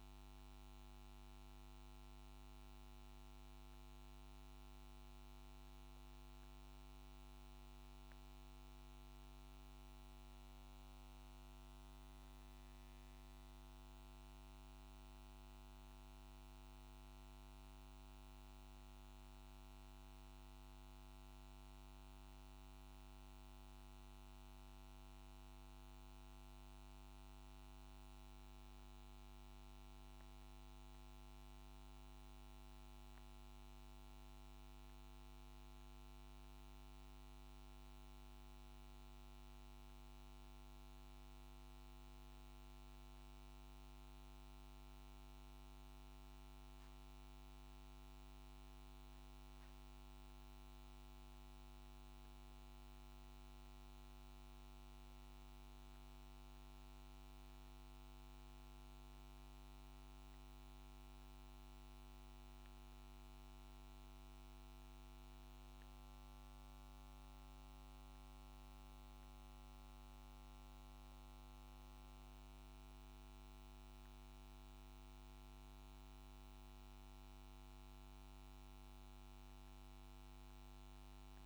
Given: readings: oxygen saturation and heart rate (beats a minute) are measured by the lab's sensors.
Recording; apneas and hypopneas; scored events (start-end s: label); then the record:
a person awake in a sleep study, hard to hear, by a microphone on the trachea; none
none scored
From the record:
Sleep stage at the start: awake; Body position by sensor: on the back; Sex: male